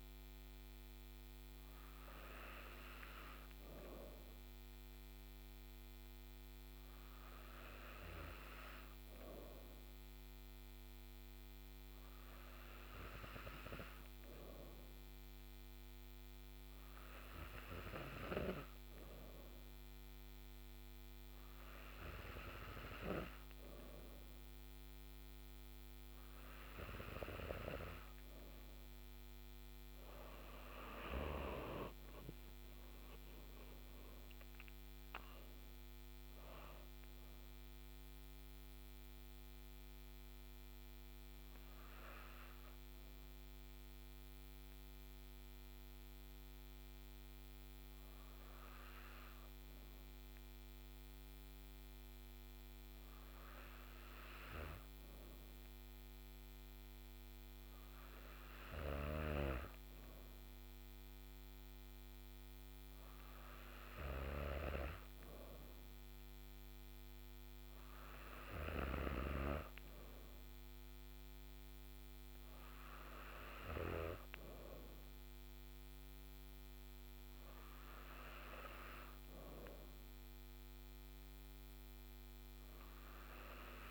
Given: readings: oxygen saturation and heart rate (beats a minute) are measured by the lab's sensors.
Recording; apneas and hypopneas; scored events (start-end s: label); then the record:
breathing in sleep by a microphone on the trachea; none
23.00-83.91 s: new sleep stage, N2 (light sleep)
32.00-36.00 s: arousal
From the record:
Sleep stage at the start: N3 (deep sleep); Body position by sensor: on the back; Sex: female